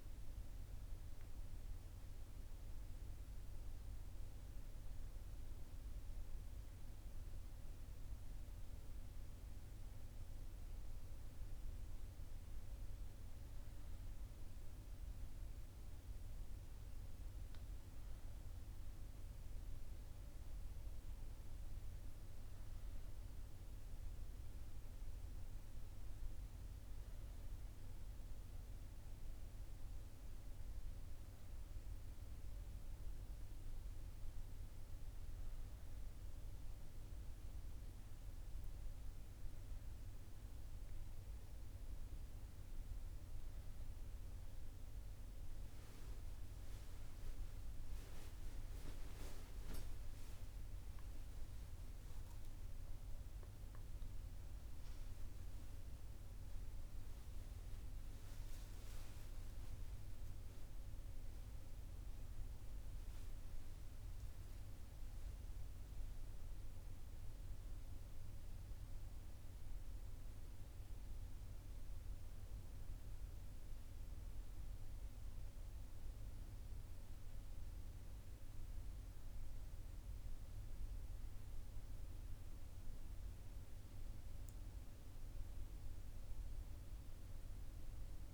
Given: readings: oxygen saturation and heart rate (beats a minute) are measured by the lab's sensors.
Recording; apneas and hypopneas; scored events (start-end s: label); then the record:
breathing in sleep, hard to hear, by a room microphone; none
none scored
From the record:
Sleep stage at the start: N1 (lightest sleep); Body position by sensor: on the back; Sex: male